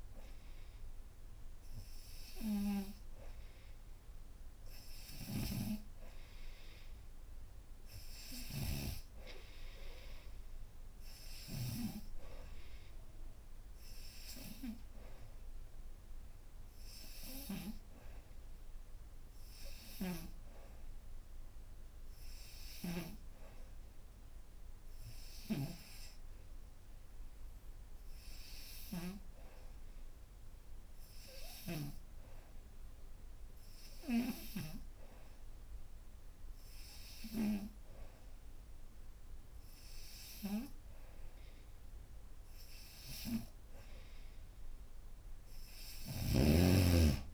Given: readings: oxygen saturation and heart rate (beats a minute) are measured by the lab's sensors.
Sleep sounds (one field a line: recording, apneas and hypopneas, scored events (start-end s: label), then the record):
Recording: breathing in sleep by a room microphone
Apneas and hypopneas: none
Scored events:
8.00-11.50 s: snoring (device-marked)
45.50-47.34 s: snoring (device-marked)
From the record:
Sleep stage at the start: N3 (deep sleep)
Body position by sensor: upright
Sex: female